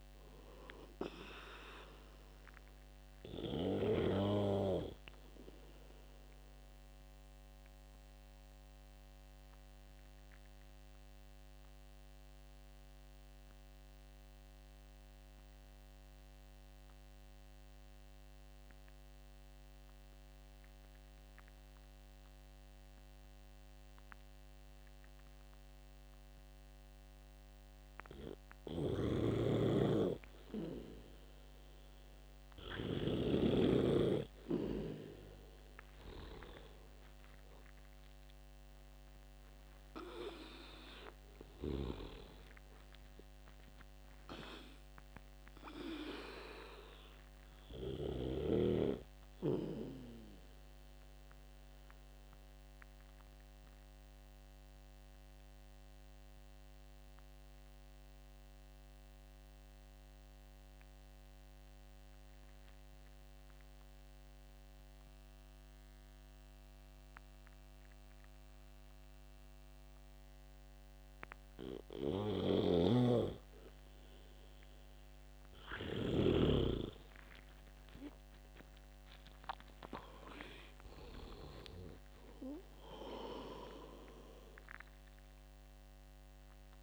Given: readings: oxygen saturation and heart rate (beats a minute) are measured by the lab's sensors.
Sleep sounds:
breathing in sleep by a microphone on the trachea; 2
0.00-5.00 s: oxygen desaturation (device-marked, oxygen 92% lowest, heart rate 66 extreme)
5.50-33.00 s: obstructive apnea (oxygen 97% before, 88% lowest, heart rate 78 before, 64 extreme, up 9 after)
14.00-24.00 s: oxygen desaturation (device-marked, oxygen 93% before, 90% lowest, heart rate 77 before, 69 extreme)
37.50-41.00 s: arousal
38.00-64.00 s: oxygen desaturation (device-marked, oxygen 98% before, 88% lowest, heart rate 71 before, 64 extreme)
49.50-76.00 s: obstructive apnea (oxygen 98% before, 88% lowest, heart rate 76 before, 64 extreme, up 16 after)
78.00-82.50 s: arousal
82.00-86.83 s: oxygen desaturation (device-marked, oxygen 98% before, 93% lowest, heart rate 72 before, 69 extreme)
From the record:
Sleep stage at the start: N2 (light sleep); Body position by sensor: on the back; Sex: male

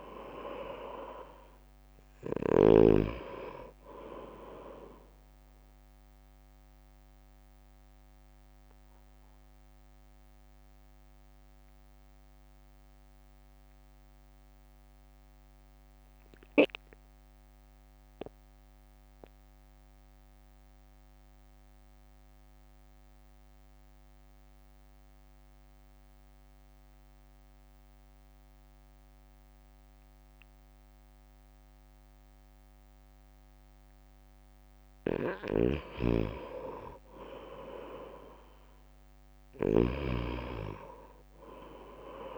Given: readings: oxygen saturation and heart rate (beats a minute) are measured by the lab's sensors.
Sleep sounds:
breathing in sleep by a microphone on the trachea; 1
0.00-9.00 s: drop in pulse transit time (device-marked, heart rate 54 extreme)
6.50-35.50 s: mixed apnea (oxygen 98% before, 89% lowest, heart rate 61 before, 47 extreme, up 1 after)
22.00-29.00 s: oxygen desaturation (device-marked, oxygen 94% before, 91% lowest, heart rate 57 before, 47 extreme)
35.50-42.38 s: snoring (device-marked)
37.50-41.00 s: arousal
39.00-42.38 s: drop in pulse transit time (device-marked, heart rate 62 before, 47 extreme)
39.00-42.38 s: oxygen desaturation (device-marked, oxygen 98% before, 92% lowest, heart rate 62 before, 47 extreme)
From the record:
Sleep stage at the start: N2 (light sleep); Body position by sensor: on the right side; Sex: male

